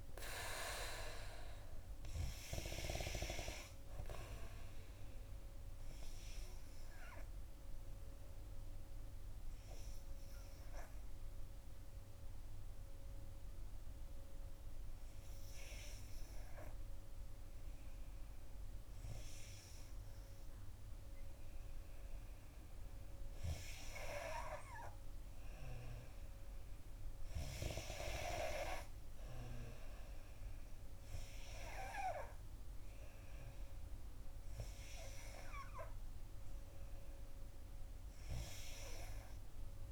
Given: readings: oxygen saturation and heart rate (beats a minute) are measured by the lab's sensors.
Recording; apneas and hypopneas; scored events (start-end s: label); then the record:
breathing in sleep by a room microphone; 1
2.00-22.00 s: oxygen desaturation (device-marked, oxygen 93% before, 90% lowest, heart rate 61 before, 57 extreme)
7.50-17.50 s: obstructive apnea (oxygen 96% before, 90% lowest, heart rate 61 before, 57 extreme, up 8 after)
22.50-27.00 s: arousal
From the record:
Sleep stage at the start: N2 (light sleep); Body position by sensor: on the back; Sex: female